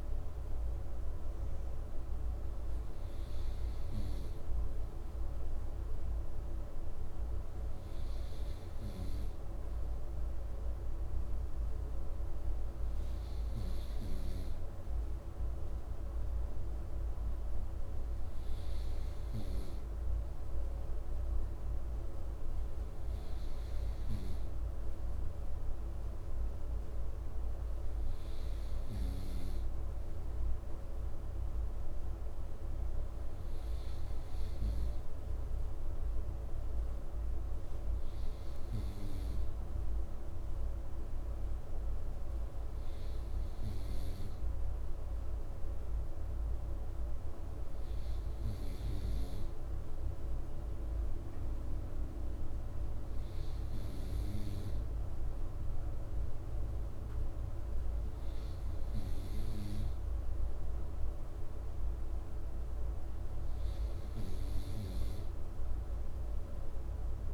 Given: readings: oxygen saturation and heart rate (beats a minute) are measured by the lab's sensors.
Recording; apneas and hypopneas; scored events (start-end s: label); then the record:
breathing in sleep, hard to hear, by a room microphone; none
none scored
From the record:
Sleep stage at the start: N2 (light sleep); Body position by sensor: on the right side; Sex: male